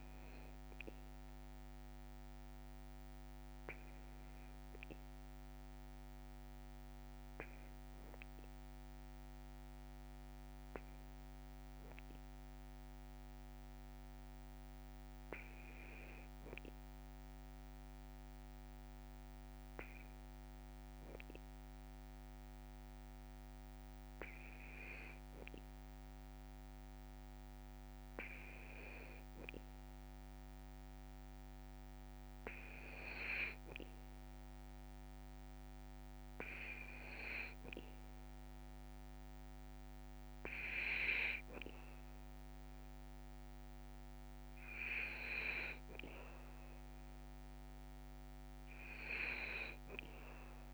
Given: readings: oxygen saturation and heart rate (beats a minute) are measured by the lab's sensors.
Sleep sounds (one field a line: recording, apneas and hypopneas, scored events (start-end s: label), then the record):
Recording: breathing in sleep by a microphone on the trachea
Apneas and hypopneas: 1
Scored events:
0.00-8.00 s: oxygen desaturation (device-marked, oxygen 91% lowest, heart rate 54 extreme)
0.50-21.00 s: hypopnea (oxygen 99% before, 91% lowest, heart rate 60 before, 55 extreme, up 2 after)
23.50-26.00 s: arousal
From the record:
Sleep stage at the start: N2 (light sleep)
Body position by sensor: on the back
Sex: male